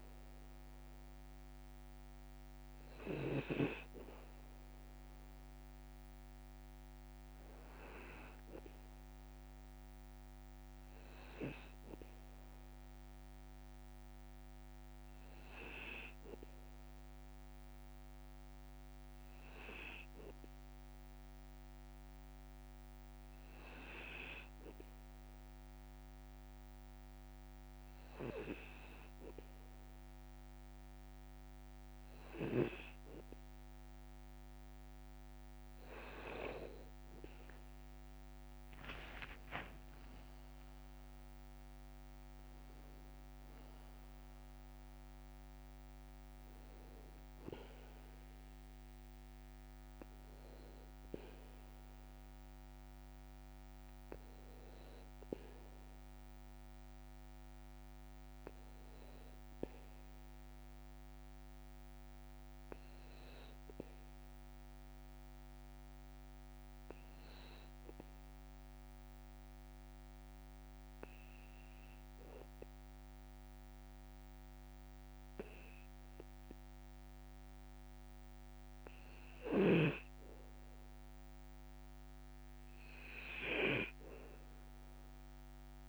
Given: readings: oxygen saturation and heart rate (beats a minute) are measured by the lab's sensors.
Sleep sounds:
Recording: breathing in sleep by a microphone on the trachea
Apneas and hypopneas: 2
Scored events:
16.00-32.50 s: hypopnea (oxygen 97% before, 95% lowest, heart rate 57 before, 54 extreme, up 7 after)
36.50-41.00 s: arousal
67.50-81.00 s: obstructive apnea (oxygen 97% before, 94% lowest, heart rate 57 before, 50 extreme, up 7 after)
84.00-85.89 s: arousal
From the record:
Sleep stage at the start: N2 (light sleep)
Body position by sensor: on the back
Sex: male

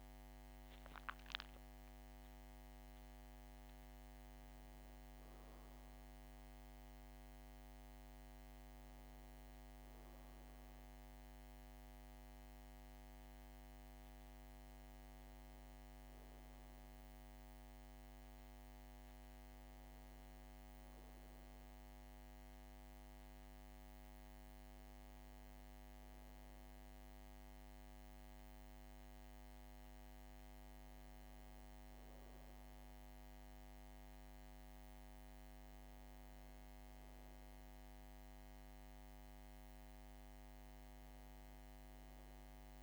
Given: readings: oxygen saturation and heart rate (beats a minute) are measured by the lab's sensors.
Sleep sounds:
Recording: breathing in sleep, hard to hear, by a microphone on the trachea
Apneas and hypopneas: none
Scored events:
none scored
From the record:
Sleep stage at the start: N1 (lightest sleep)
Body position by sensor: on the back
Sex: female

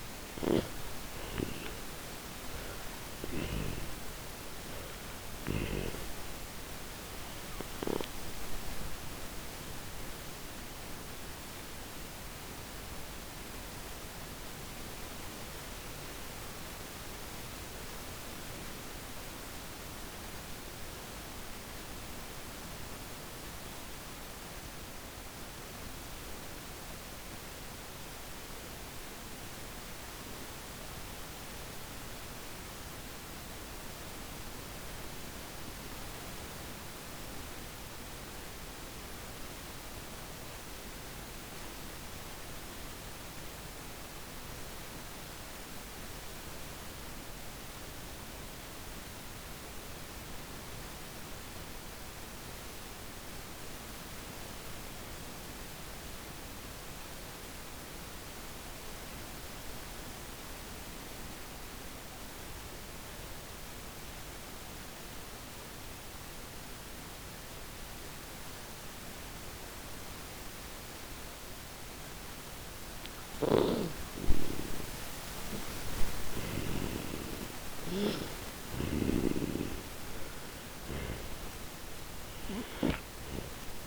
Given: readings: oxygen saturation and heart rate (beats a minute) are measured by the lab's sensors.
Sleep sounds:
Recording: breathing in sleep by a microphone on the trachea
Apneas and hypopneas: 1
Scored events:
0.00-3.00 s: snoring (device-marked)
0.00-42.50 s: oxygen desaturation (device-marked, oxygen 80% lowest, heart rate 127 extreme)
6.50-72.50 s: mixed apnea (oxygen 98% before, 80% lowest, heart rate 183 before, 127 extreme, up 37 after)
68.50-83.86 s: oxygen desaturation (device-marked, oxygen 98% before, 82% lowest, heart rate 174 before, 114 extreme)
72.50-76.00 s: snoring (device-marked)
74.00-79.50 s: arousal
From the record:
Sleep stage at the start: N2 (light sleep)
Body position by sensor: on the back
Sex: male

